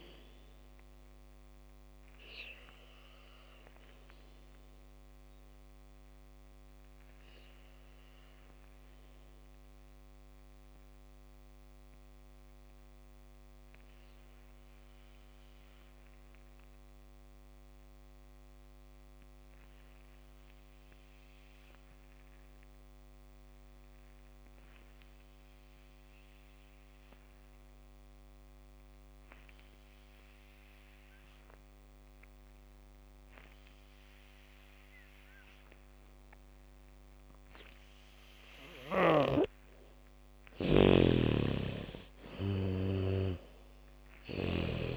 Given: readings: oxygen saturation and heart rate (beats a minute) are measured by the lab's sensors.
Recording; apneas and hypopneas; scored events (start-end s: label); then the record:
breathing in sleep by a microphone on the trachea; 1
0.00-1.00 s: arousal
0.00-22.50 s: oxygen desaturation (device-marked, oxygen 79% lowest, heart rate 46 extreme)
4.50-39.50 s: obstructive apnea (oxygen 98% before, 77% lowest, heart rate 57 before, 50 extreme, up 9 after)
24.50-44.97 s: oxygen desaturation (device-marked, oxygen 98% before, 77% lowest, heart rate 78 before, 50 extreme)
35.50-42.50 s: bradycardia (device-marked, heart rate 69 before, 56 extreme)
41.50-44.50 s: arousal
41.50-44.97 s: snoring (device-marked)
From the record:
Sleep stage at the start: N2 (light sleep); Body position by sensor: on the back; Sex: female